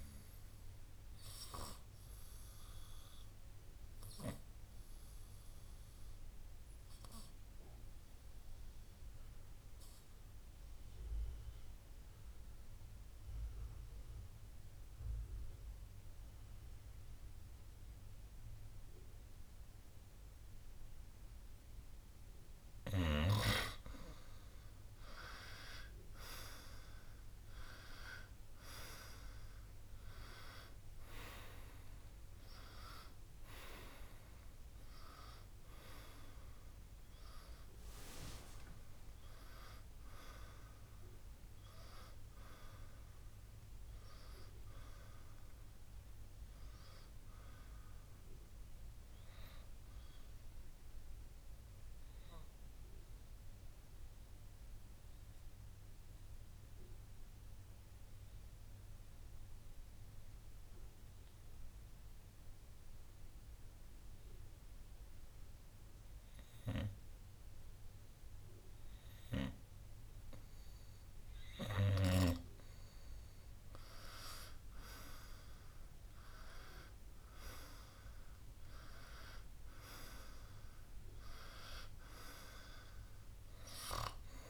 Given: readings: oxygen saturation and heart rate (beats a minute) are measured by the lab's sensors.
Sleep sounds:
breathing in sleep by a room microphone; 2
1.50-22.50 s: obstructive apnea (oxygen 97% before, 91% lowest, heart rate 61 before, 60 extreme, up 7 after)
4.50-19.50 s: oxygen desaturation (device-marked, oxygen 96% before, 92% lowest, heart rate 62 before, 60 extreme)
25.50-30.00 s: arousal
44.50-63.50 s: oxygen desaturation (device-marked, oxygen 94% before, 91% lowest, heart rate 67 before, 59 extreme)
52.00-73.00 s: obstructive apnea (oxygen 96% before, 91% lowest, heart rate 66 before, 59 extreme, up 7 after)
75.50-80.00 s: arousal
81.50-84.50 s: oxygen desaturation (device-marked, oxygen 97% before, 91% lowest, heart rate 63 before, 59 extreme)
From the record:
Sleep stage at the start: N2 (light sleep); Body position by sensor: on the right side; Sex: male

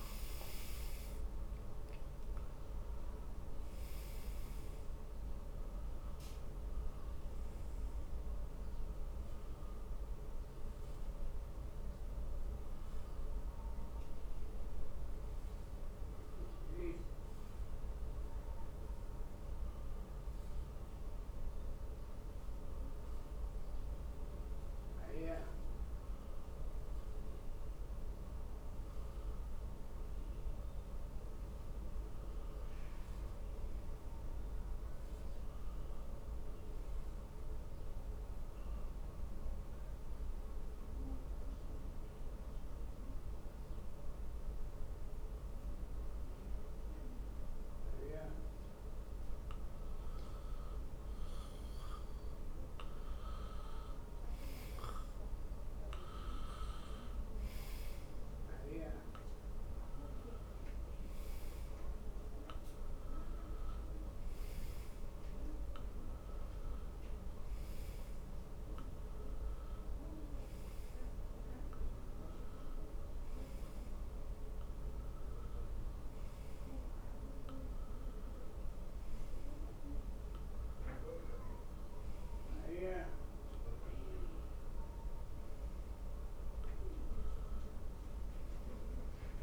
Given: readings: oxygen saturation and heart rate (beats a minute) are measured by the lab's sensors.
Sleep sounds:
breathing in sleep, hard to hear, by a room microphone; 1
0.00-1.00 s: arousal
24.00-30.00 s: oxygen desaturation (device-marked, oxygen 95% before, 90% lowest, heart rate 70 before, 52 extreme)
32.00-36.00 s: arousal
39.50-51.50 s: mixed apnea (oxygen 99% before, 92% lowest, heart rate 63 before, 52 extreme, up 4 after)
45.00-89.43 s: new sleep stage, N2 (light sleep)
52.00-89.43 s: oxygen desaturation (device-marked, oxygen 99% before, 92% lowest, heart rate 57 before, 55 extreme)
55.50-60.00 s: arousal
From the record:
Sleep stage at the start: N1 (lightest sleep); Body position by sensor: on the back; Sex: male

